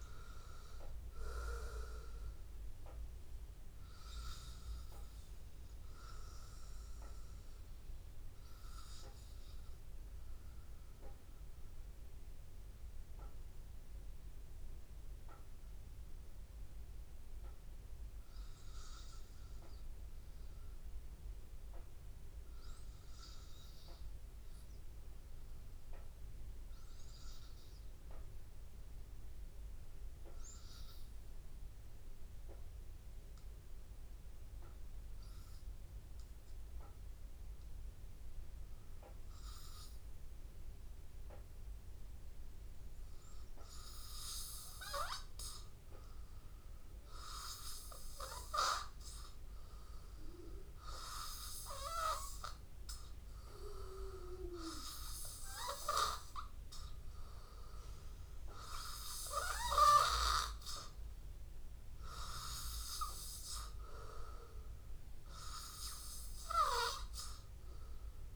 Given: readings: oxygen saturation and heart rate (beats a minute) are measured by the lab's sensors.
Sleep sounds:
breathing in sleep by a room microphone; 1
0.00-14.00 s: oxygen desaturation (device-marked, oxygen 91% lowest, heart rate 82 extreme)
12.00-40.50 s: mixed apnea (oxygen 98% before, 92% lowest, heart rate 84 before, 80 extreme, up 1 after)
32.00-68.36 s: oxygen desaturation (device-marked, oxygen 99% before, 93% lowest, heart rate 82 before, 80 extreme)
42.50-46.50 s: arousal
From the record:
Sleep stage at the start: N2 (light sleep); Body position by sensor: on the back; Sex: male

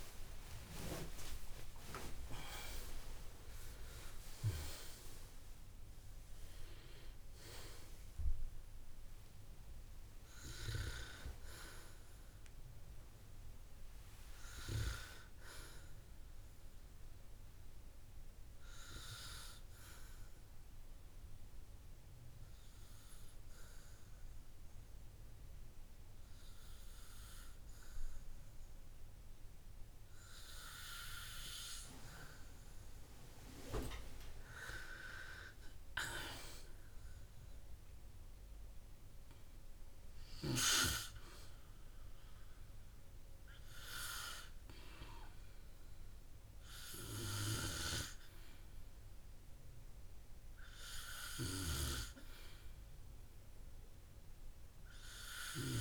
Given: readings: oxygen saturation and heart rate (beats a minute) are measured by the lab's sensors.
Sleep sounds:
breathing in sleep by a room microphone; 1
0.00-2.00 s: arousal
21.50-34.00 s: hypopnea (oxygen 97% before, 95% lowest, heart rate 74 before, 53 extreme, up 12 after)
37.00-40.50 s: arousal
From the record:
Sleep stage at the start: N2 (light sleep); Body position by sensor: on the back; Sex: male

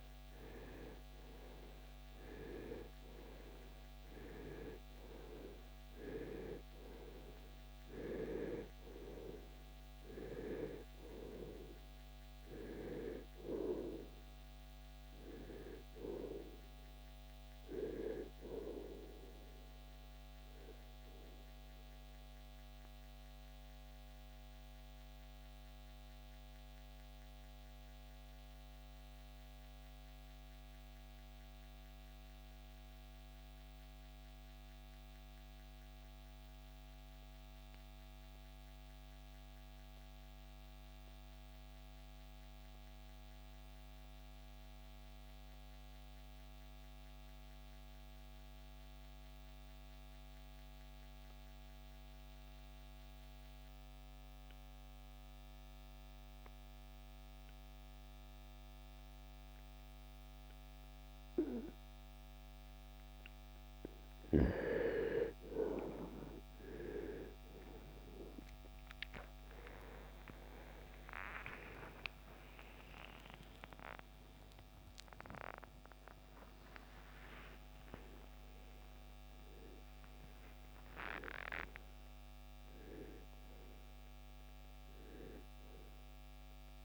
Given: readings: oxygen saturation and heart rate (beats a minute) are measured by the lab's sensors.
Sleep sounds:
breathing in sleep by a microphone on the trachea; 1
0.00-12.00 s: oxygen desaturation (device-marked, oxygen 93% lowest, heart rate 60 extreme)
20.00-47.00 s: oxygen desaturation (device-marked, oxygen 94% before, 82% lowest, heart rate 76 before, 48 extreme)
23.00-63.50 s: mixed apnea (oxygen 96% before, 82% lowest, heart rate 77 before, 48 extreme, up 19 after)
68.00-84.00 s: oxygen desaturation (device-marked, oxygen 97% before, 94% lowest, heart rate 56 before, 68 extreme)
70.00-76.50 s: arousal
From the record:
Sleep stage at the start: N2 (light sleep); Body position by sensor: on the right side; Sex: male

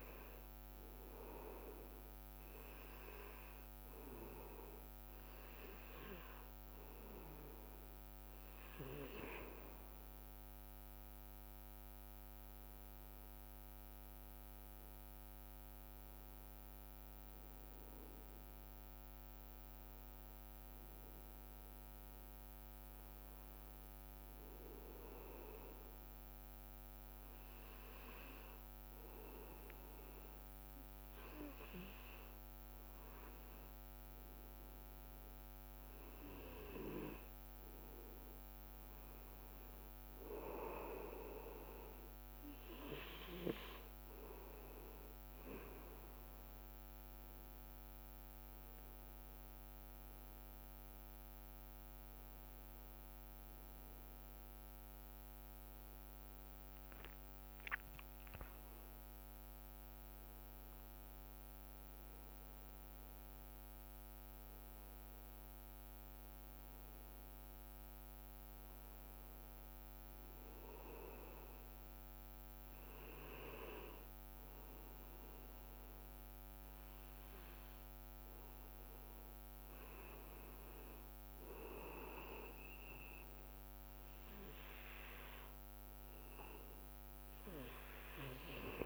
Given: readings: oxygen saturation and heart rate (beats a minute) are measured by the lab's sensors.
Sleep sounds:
breathing in sleep by a microphone on the trachea; 1
18.50-22.50 s: arousal
19.50-88.86 s: new sleep stage, N2 (light sleep)
24.50-37.00 s: hypopnea (oxygen 97% before, 96% lowest)
39.00-42.50 s: arousal
58.00-64.00 s: arousal
From the record:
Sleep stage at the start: N1 (lightest sleep); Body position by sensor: on the back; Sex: male

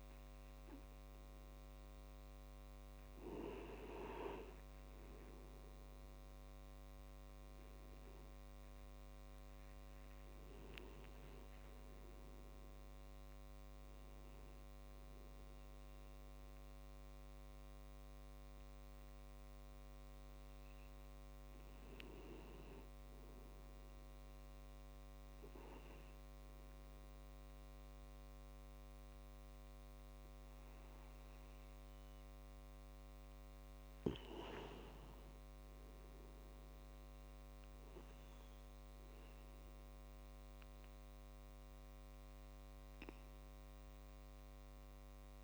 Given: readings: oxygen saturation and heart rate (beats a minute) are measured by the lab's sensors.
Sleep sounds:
breathing in sleep by a microphone on the trachea; none
0.00-14.00 s: oxygen desaturation (device-marked, oxygen 89% lowest, heart rate 52 extreme)
4.00-7.00 s: tachycardia (device-marked, heart rate 51 before, 98 extreme)
10.00-14.00 s: arousal
From the record:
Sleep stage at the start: N2 (light sleep); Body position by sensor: on the back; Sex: male

